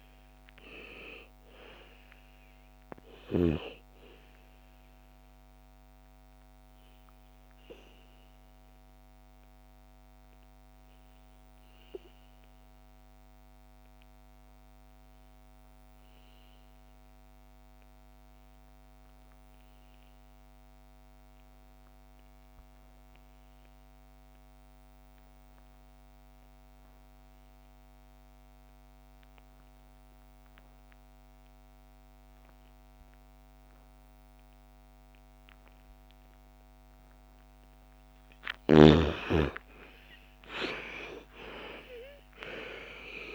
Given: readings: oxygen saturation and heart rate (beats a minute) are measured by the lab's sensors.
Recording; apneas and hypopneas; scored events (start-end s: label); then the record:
breathing in sleep by a microphone on the trachea; 1
0.00-15.00 s: oxygen desaturation (device-marked, oxygen 80% lowest, heart rate 55 extreme)
4.00-37.00 s: obstructive apnea (oxygen 99% before, 76% lowest, heart rate 62 before, 55 extreme, up 14 after)
30.00-43.35 s: oxygen desaturation (device-marked, oxygen 99% before, 76% lowest, heart rate 57 before, 55 extreme)
38.50-43.00 s: arousal
From the record:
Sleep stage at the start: N2 (light sleep); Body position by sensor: on the back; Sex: female